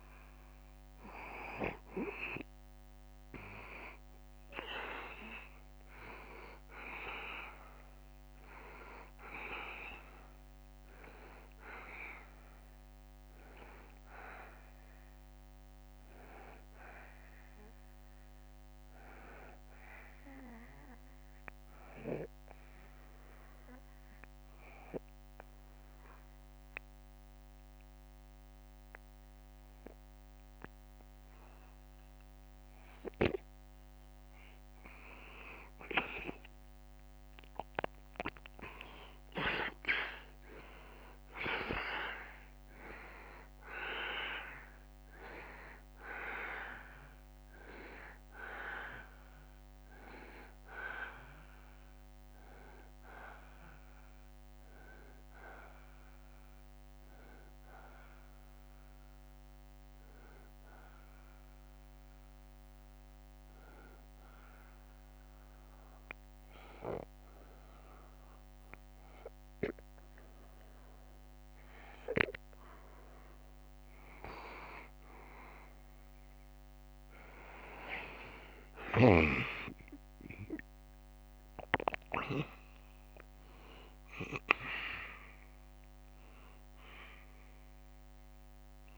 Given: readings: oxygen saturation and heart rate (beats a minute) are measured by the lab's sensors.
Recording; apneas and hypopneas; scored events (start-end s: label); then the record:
breathing in sleep by a microphone on the trachea; 2
0.00-2.00 s: arousal
5.00-17.00 s: oxygen desaturation (device-marked, oxygen 95% before, 91% lowest, heart rate 72 before, 68 extreme)
11.00-32.50 s: obstructive apnea (oxygen 95% before, 88% lowest, heart rate 71 before, 68 extreme, up 7 after)
35.00-38.50 s: arousal
36.00-63.00 s: oxygen desaturation (device-marked, oxygen 94% before, 88% lowest, heart rate 72 before, 71 extreme)
51.00-73.00 s: obstructive apnea (oxygen 94% before, 88% lowest, heart rate 74 before, 71 extreme, up 1 after)
78.00-83.00 s: arousal
81.00-88.97 s: oxygen desaturation (device-marked, oxygen 95% before, 90% lowest, heart rate 72 before, 71 extreme)
82.00-88.97 s: drop in pulse transit time (device-marked, heart rate 72 before, 73 extreme)
From the record:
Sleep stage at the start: N2 (light sleep); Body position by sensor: on the back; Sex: male